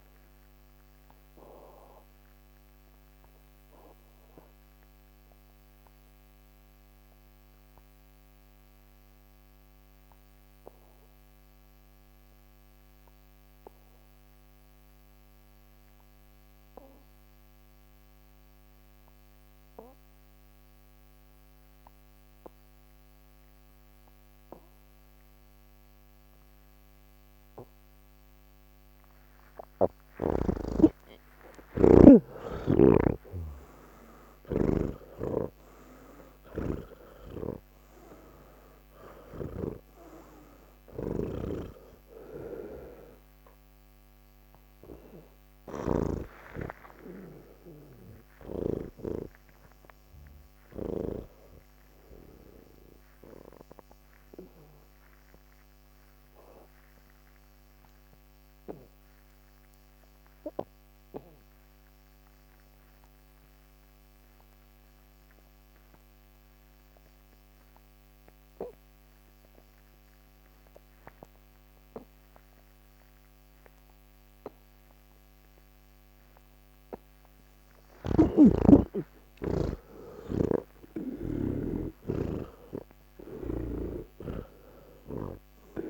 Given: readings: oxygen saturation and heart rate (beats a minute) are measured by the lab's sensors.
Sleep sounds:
breathing in sleep by a microphone on the trachea; 2
0.00-17.00 s: oxygen desaturation (device-marked, oxygen 98% before, 81% lowest)
2.50-28.50 s: obstructive apnea (oxygen 98% before, 81% lowest, heart rate 140 before, 144 extreme, up 36 after)
22.00-51.00 s: oxygen desaturation (device-marked, oxygen 98% before, 83% lowest)
32.50-46.50 s: snoring (device-marked)
54.00-76.00 s: obstructive apnea (oxygen 95% before, 80% lowest, heart rate 187 before, 99 extreme, up 18 after)
76.00-85.89 s: oxygen desaturation (device-marked, oxygen 98% before, 80% lowest, heart rate 158 before, 36 extreme)
78.00-85.89 s: snoring (device-marked)
From the record:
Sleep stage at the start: N1 (lightest sleep); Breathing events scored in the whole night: 332 in 5.7 hours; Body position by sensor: on the back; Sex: male

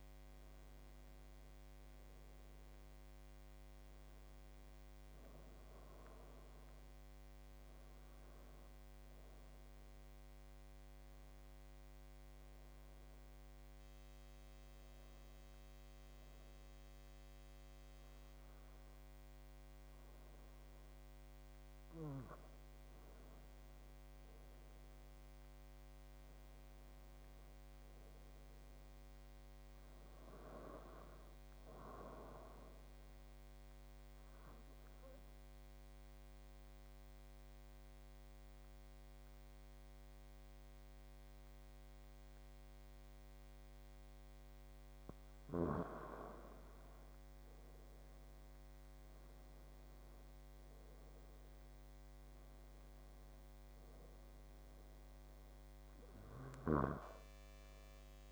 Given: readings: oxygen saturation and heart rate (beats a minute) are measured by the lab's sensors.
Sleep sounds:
breathing in sleep by a microphone on the trachea; 2
0.00-19.00 s: oxygen desaturation (device-marked, oxygen 91% lowest, heart rate 75 extreme)
9.00-21.00 s: obstructive apnea (oxygen 97% before, 88% lowest, heart rate 81 before, 76 extreme, up 9 after)
23.50-27.00 s: arousal
31.00-47.00 s: oxygen desaturation (device-marked, oxygen 94% before, 90% lowest, heart rate 80 before, 76 extreme)
33.00-44.00 s: obstructive apnea (oxygen 94% before, 86% lowest, heart rate 80 before, 76 extreme, up 10 after)
48.00-51.50 s: arousal
53.00-58.32 s: oxygen desaturation (device-marked, oxygen 94% before, 88% lowest, heart rate 80 before, 76 extreme)
From the record:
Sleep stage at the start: N2 (light sleep); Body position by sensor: on the back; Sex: male

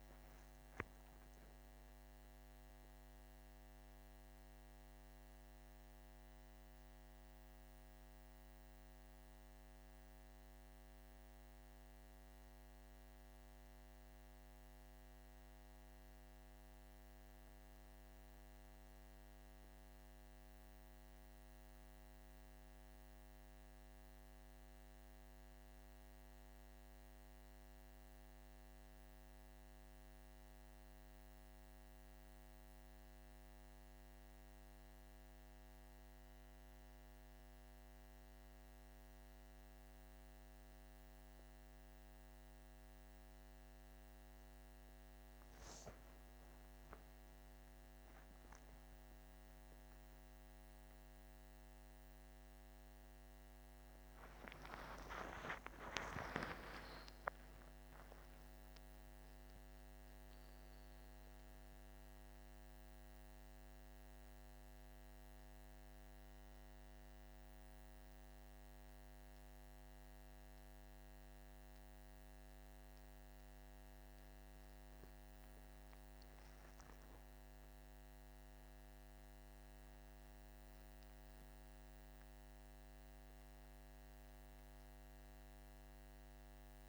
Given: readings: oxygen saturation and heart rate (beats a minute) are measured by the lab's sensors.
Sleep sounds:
a person partly awake in a sleep study, hard to hear, by a microphone on the trachea; 2
0.50-60.50 s: new sleep stage, N1 (lightest sleep)
1.50-14.50 s: obstructive apnea (oxygen 98% before, 95% lowest, heart rate 59 before, 49 extreme, up 3 after)
16.00-19.50 s: arousal
52.50-56.50 s: arousal
60.50-86.89 s: new sleep stage, N2 (light sleep)
61.00-72.00 s: central apnea (oxygen 97% before, 95% lowest, heart rate 61 before, 50 extreme, up 8 after)
73.50-78.00 s: arousal
From the record:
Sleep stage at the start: awake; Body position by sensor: on the back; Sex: male

